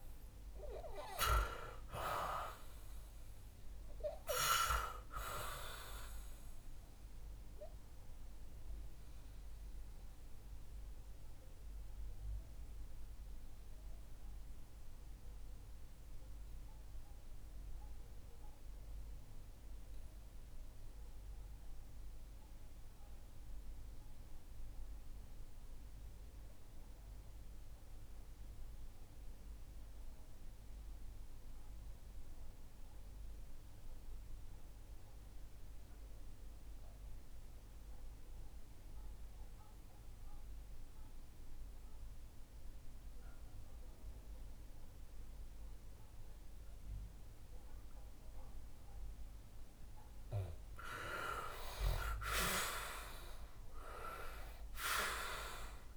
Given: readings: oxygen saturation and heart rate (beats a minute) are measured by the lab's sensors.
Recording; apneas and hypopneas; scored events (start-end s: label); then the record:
breathing in sleep by a room microphone; 1
0.00-3.00 s: arousal
5.50-25.50 s: oxygen desaturation (device-marked, oxygen 96% before, 89% lowest, heart rate 63 before, 60 extreme)
9.00-48.50 s: mixed apnea (oxygen 98% before, 85% lowest, heart rate 64 before, 55 extreme, up 10 after)
18.50-55.97 s: new sleep stage, REM sleep
45.50-55.97 s: oxygen desaturation (device-marked, oxygen 96% before, 85% lowest, heart rate 61 before, 55 extreme)
50.00-55.50 s: arousal
From the record:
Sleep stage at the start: N2 (light sleep); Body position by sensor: on the back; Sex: male